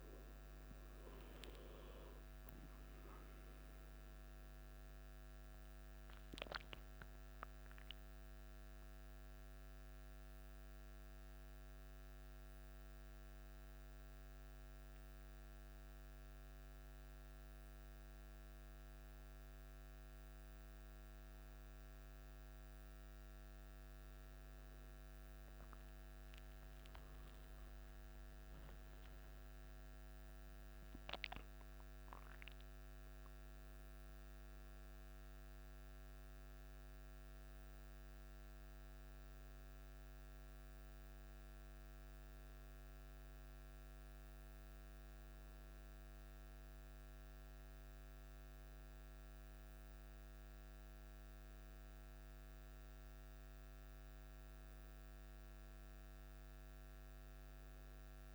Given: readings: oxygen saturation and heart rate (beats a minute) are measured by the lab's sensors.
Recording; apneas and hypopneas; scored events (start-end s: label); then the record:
a person awake in a sleep study, hard to hear, by a microphone on the trachea; none
9.50-58.35 s: new sleep stage, awake
From the record:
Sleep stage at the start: N1 (lightest sleep); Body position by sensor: on the back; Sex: male